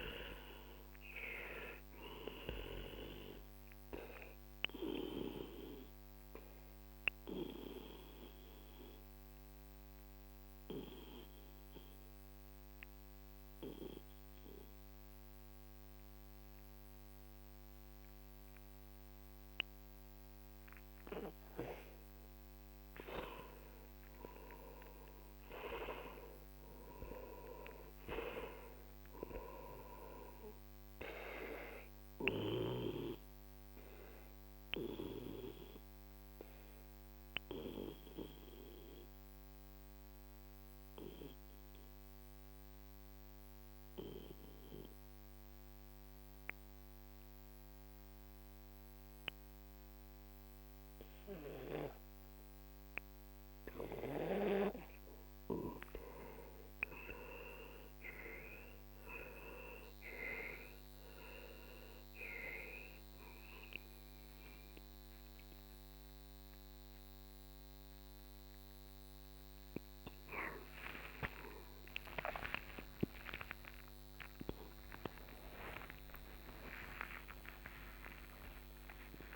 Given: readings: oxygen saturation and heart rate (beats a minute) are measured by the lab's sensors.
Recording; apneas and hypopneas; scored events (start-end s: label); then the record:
breathing in sleep by a microphone on the trachea; 2
0.00-6.00 s: oxygen desaturation (device-marked, oxygen 92% lowest, heart rate 41 extreme)
3.00-21.50 s: obstructive apnea (oxygen 97% before, 90% lowest, heart rate 69 before, 41 extreme, up 15 after)
23.00-27.00 s: arousal
31.00-45.00 s: oxygen desaturation (device-marked, oxygen 98% before, 92% lowest, heart rate 48 before, 45 extreme)
31.50-54.50 s: obstructive apnea (oxygen 98% before, 90% lowest, heart rate 48 before, 45 extreme, up 15 after)
58.00-79.36 s: oxygen desaturation (device-marked, oxygen 97% before, 90% lowest, heart rate 48 before, 49 extreme)
74.00-79.36 s: new sleep stage, N1 (lightest sleep)
From the record:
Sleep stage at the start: N2 (light sleep); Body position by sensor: on the back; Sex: male